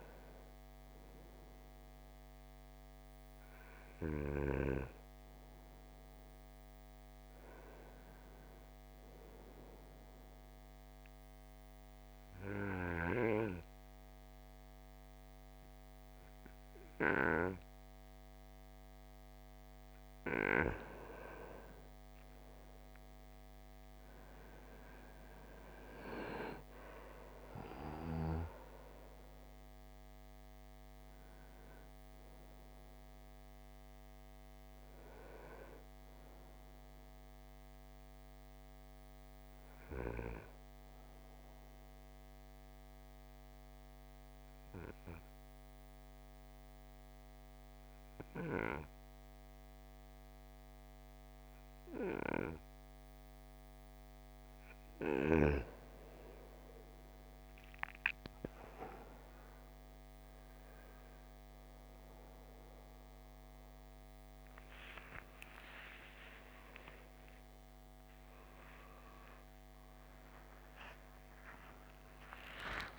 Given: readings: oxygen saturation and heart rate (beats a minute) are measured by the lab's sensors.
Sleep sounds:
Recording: breathing in sleep by a microphone on the trachea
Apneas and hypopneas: 2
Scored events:
10.00-20.00 s: obstructive apnea (oxygen 95% before, 90% lowest, heart rate 59 before, 53 extreme, up 19 after)
24.00-29.50 s: arousal
36.00-54.00 s: oxygen desaturation (device-marked, oxygen 94% before, 91% lowest, heart rate 65 before, 52 extreme)
42.50-55.50 s: obstructive apnea (oxygen 95% before, 90% lowest, heart rate 64 before, 52 extreme, up 13 after)
65.00-72.99 s: oxygen desaturation (device-marked, oxygen 96% before, 90% lowest, heart rate 56 before, 55 extreme)
66.50-72.99 s: arousal
From the record:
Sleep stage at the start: N2 (light sleep)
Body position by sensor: on the right side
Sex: male

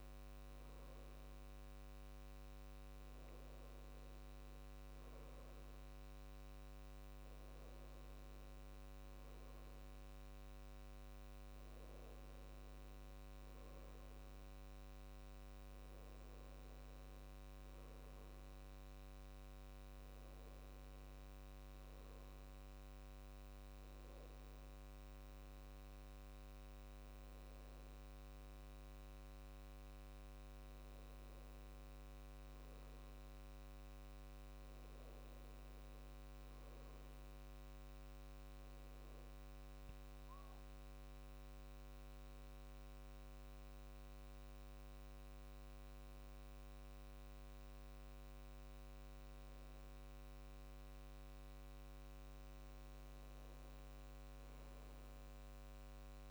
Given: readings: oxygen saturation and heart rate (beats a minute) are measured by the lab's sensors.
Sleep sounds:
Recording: breathing in sleep, hard to hear, by a microphone on the trachea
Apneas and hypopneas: 1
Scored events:
31.50-35.00 s: arousal
39.50-52.00 s: hypopnea (oxygen 98% before, 92% lowest, heart rate 75 before, 69 extreme, up 2 after)
54.50-56.31 s: arousal
From the record:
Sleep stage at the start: N2 (light sleep)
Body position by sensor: on the back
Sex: male

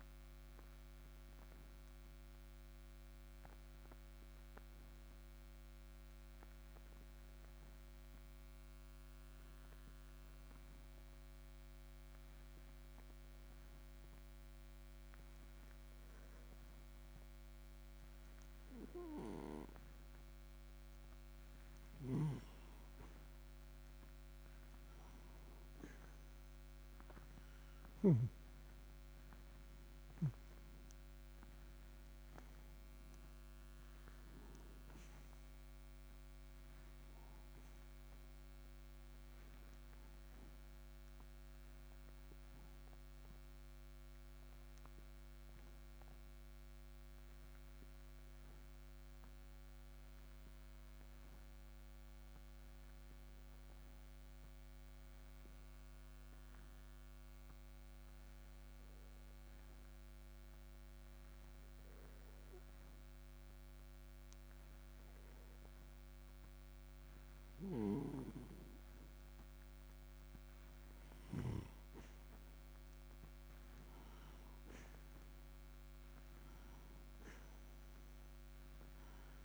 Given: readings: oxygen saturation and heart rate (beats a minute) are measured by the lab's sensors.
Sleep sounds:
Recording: breathing in sleep by a microphone on the trachea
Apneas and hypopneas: 2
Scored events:
0.00-17.50 s: oxygen desaturation (device-marked, oxygen 89% lowest)
1.50-19.50 s: obstructive apnea (oxygen 97% before, 86% lowest)
22.50-26.50 s: arousal
31.50-62.50 s: oxygen desaturation (device-marked, oxygen 97% before, 86% lowest)
42.50-68.50 s: obstructive apnea (oxygen 98% before, 86% lowest)
72.50-76.50 s: arousal
77.50-79.45 s: oxygen desaturation (device-marked, oxygen 97% before, 86% lowest)
From the record:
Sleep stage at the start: N2 (light sleep)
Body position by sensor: on the right side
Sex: male

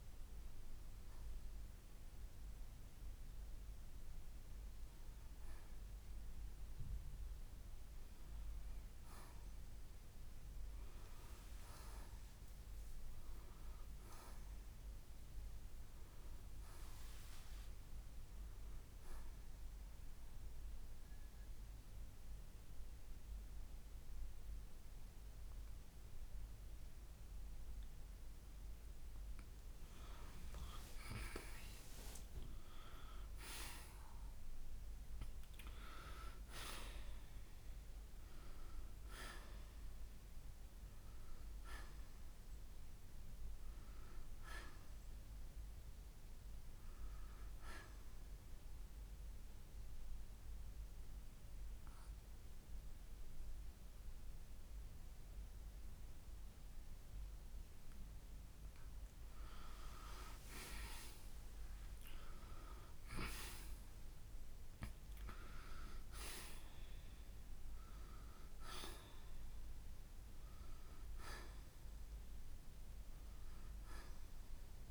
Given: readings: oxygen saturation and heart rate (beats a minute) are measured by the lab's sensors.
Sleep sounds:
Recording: breathing in sleep by a room microphone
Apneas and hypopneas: 2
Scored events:
0.00-14.00 s: oxygen desaturation (device-marked, oxygen 86% lowest, heart rate 60 extreme)
12.50-16.50 s: arousal
19.00-29.00 s: mixed apnea (oxygen 94% before, 86% lowest, heart rate 66 before, 60 extreme, up 2 after)
21.00-32.00 s: oxygen desaturation (device-marked, oxygen 94% before, 90% lowest, heart rate 65 before, 60 extreme)
31.00-35.50 s: arousal
47.00-59.00 s: oxygen desaturation (device-marked, oxygen 93% before, 86% lowest, heart rate 66 before, 57 extreme)
48.50-59.00 s: central apnea (oxygen 94% before, 86% lowest, heart rate 66 before, 57 extreme, up 12 after)
68.00-74.91 s: new sleep stage, awake
From the record:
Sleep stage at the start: N2 (light sleep)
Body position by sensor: on the right side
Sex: male

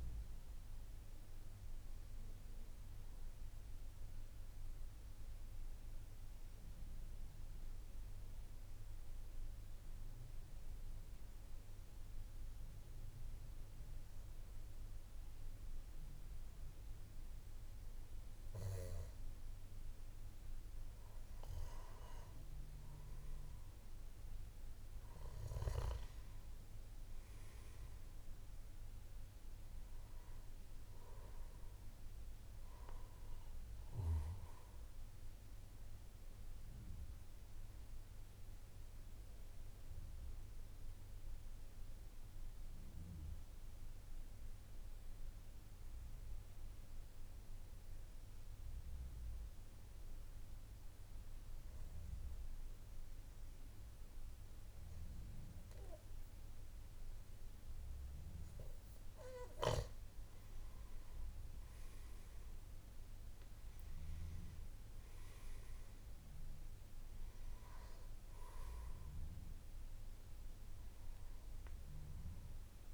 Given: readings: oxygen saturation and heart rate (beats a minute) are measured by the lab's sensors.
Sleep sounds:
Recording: breathing in sleep, hard to hear, by a room microphone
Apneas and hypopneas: 2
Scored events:
8.50-20.50 s: obstructive apnea (oxygen 96% before, 94% lowest, heart rate 57 before, 54 extreme, up 6 after)
39.00-58.50 s: obstructive apnea (oxygen 97% before, 94% lowest, heart rate 58 before, 53 extreme, up 6 after)
From the record:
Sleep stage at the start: N1 (lightest sleep)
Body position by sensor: on the back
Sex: male

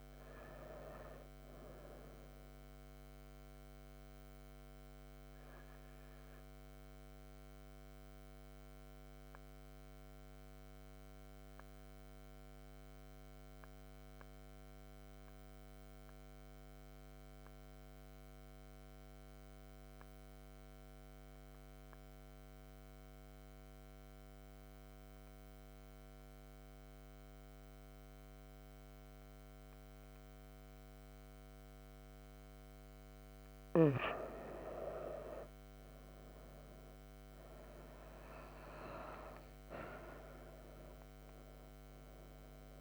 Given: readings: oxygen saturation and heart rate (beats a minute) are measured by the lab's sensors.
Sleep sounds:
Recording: breathing in sleep by a microphone on the trachea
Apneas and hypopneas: 1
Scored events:
0.00-2.00 s: oxygen desaturation (device-marked, oxygen 92% lowest)
6.00-33.50 s: mixed apnea (oxygen 95% before, 91% lowest)
36.00-40.50 s: arousal
From the record:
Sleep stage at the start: N2 (light sleep)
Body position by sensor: on the right side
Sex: female

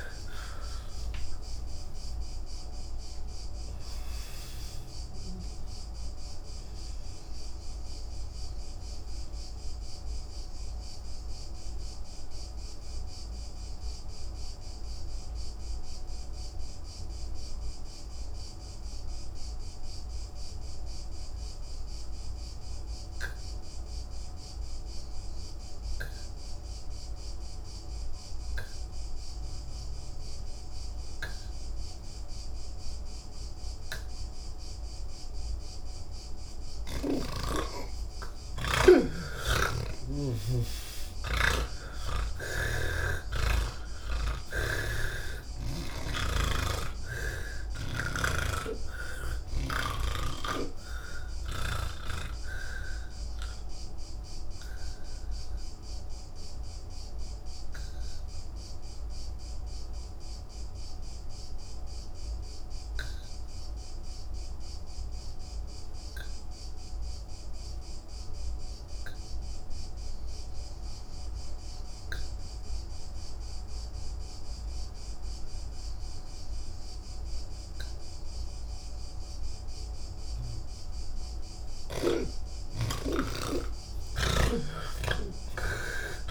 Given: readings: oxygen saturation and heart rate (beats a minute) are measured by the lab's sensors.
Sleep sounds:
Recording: breathing in sleep by a room microphone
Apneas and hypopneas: 2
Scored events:
0.00-17.50 s: oxygen desaturation (device-marked, oxygen 80% lowest, heart rate 83 extreme)
6.50-37.00 s: obstructive apnea (oxygen 98% before, 79% lowest, heart rate 151 before, 96 extreme, up 57 after)
30.50-66.50 s: oxygen desaturation (device-marked, oxygen 99% before, 79% lowest, heart rate 130 before, 85 extreme)
39.50-43.00 s: snoring (device-marked)
44.50-86.31 s: new sleep stage, N3 (deep sleep)
54.50-82.00 s: obstructive apnea (oxygen 97% before, 77% lowest, heart rate 165 before, 85 extreme, up 11 after)
76.50-86.31 s: oxygen desaturation (device-marked, oxygen 99% before, 77% lowest, heart rate 132 before, 85 extreme)
From the record:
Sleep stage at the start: N1 (lightest sleep)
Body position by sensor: on the back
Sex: male

